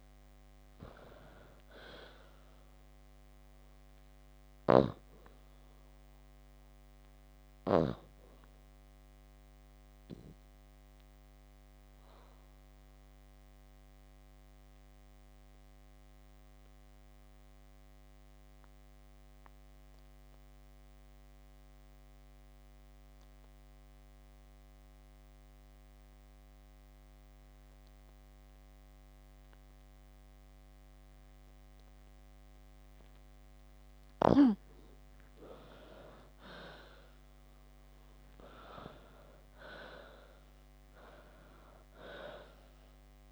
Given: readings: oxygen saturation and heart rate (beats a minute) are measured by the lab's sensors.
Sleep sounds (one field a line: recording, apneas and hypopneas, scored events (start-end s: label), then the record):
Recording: breathing in sleep by a microphone on the trachea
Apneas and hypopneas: 1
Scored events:
0.00-16.50 s: oxygen desaturation (device-marked, oxygen 87% lowest, heart rate 53 extreme)
10.50-33.00 s: obstructive apnea (oxygen 96% before, 86% lowest, heart rate 67 before, 53 extreme, up 6 after)
35.50-39.00 s: arousal
35.50-42.50 s: oxygen desaturation (device-marked, oxygen 94% before, 88% lowest, heart rate 54 before, 55 extreme)
From the record:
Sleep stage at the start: N2 (light sleep)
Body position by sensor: on the back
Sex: female